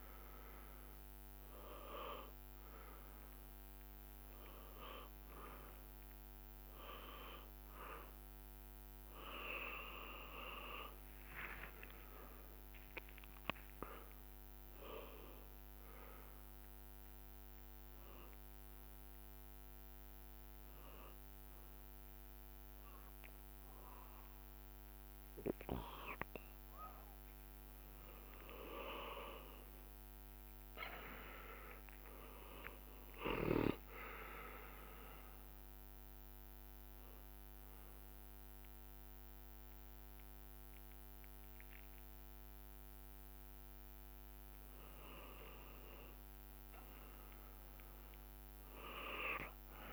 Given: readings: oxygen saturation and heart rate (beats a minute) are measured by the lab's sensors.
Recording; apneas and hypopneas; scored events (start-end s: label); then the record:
breathing in sleep by a microphone on the trachea; 1
11.00-15.50 s: arousal
17.50-28.50 s: hypopnea (oxygen 97% before, 92% lowest, heart rate 70 before, 58 extreme, up 16 after)
30.50-36.00 s: arousal
32.50-45.50 s: drop in pulse transit time (device-marked, heart rate 69 before, 58 extreme)
36.50-49.93 s: oxygen desaturation (device-marked, oxygen 96% before, 92% lowest, heart rate 68 before, 58 extreme)
39.50-41.50 s: bradycardia (device-marked, heart rate 74 before, 63 extreme)
From the record:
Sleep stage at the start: N2 (light sleep); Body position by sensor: on the back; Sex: male